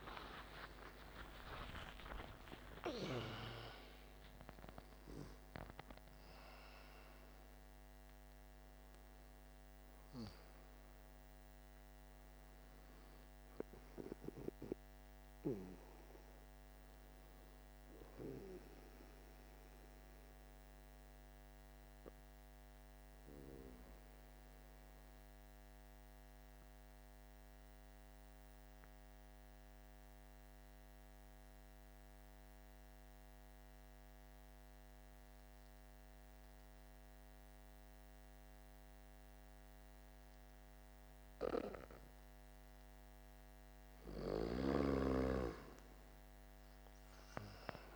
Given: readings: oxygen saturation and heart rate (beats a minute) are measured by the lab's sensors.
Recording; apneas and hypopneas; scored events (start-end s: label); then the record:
breathing in sleep by a microphone on the trachea; 1
0.00-2.00 s: arousal
0.00-28.00 s: oxygen desaturation (device-marked, oxygen 85% lowest, heart rate 49 extreme)
23.00-42.00 s: obstructive apnea (oxygen 94% before, 88% lowest, heart rate 60 before, 47 extreme, up 7 after)
42.00-47.96 s: oxygen desaturation (device-marked, oxygen 100% before, 89% lowest, heart rate 49 before, 47 extreme)
44.50-47.96 s: arousal
From the record:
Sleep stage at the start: N2 (light sleep); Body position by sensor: on the back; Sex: male